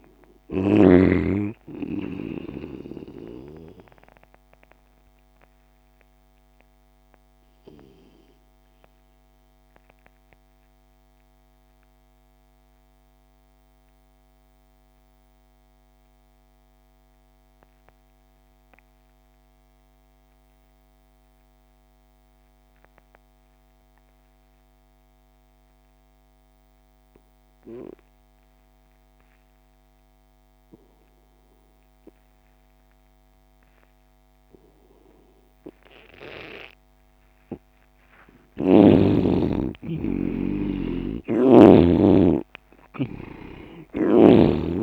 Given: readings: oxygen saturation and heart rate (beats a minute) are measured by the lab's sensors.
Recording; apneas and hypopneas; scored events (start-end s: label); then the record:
breathing in sleep by a microphone on the trachea; 1
0.00-1.00 s: snoring (device-marked)
0.00-25.50 s: oxygen desaturation (device-marked, oxygen 88% lowest)
4.50-36.50 s: mixed apnea (oxygen 98% before, 84% lowest)
37.50-44.83 s: oxygen desaturation (device-marked, oxygen 98% before, 84% lowest)
38.50-43.00 s: arousal
41.00-44.50 s: snoring (device-marked)
From the record:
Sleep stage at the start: N2 (light sleep); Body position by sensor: on the left side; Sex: male